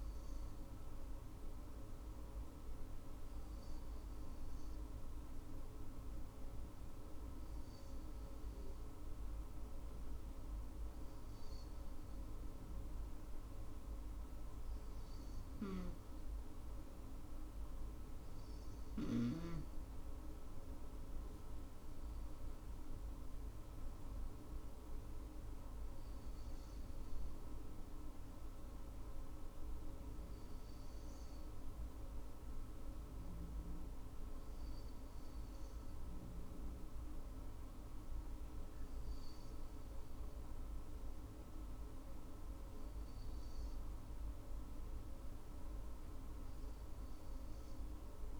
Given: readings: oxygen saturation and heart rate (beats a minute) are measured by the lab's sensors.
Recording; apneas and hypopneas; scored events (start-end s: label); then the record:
breathing in sleep, hard to hear, by a room microphone; none
none scored
From the record:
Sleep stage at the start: N2 (light sleep); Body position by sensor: on the right side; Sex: female